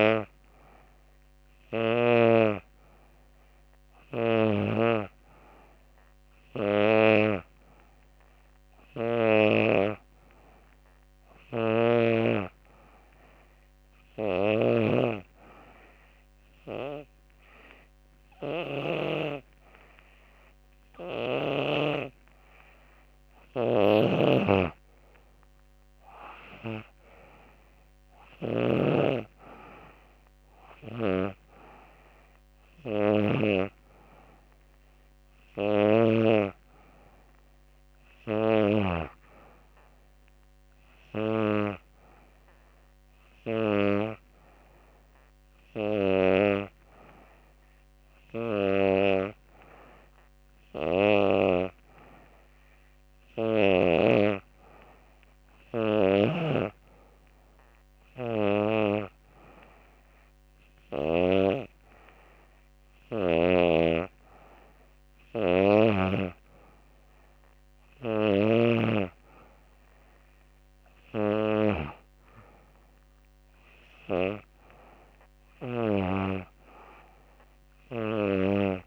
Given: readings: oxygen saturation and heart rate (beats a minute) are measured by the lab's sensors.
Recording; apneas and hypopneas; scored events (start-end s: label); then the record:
breathing in sleep by a microphone on the trachea; none
23.00-28.00 s: snoring (device-marked)
28.50-45.50 s: oxygen desaturation (device-marked, oxygen 92% before, 89% lowest, heart rate 85 before, 84 extreme)
From the record:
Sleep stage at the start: N2 (light sleep); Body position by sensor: on the back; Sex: female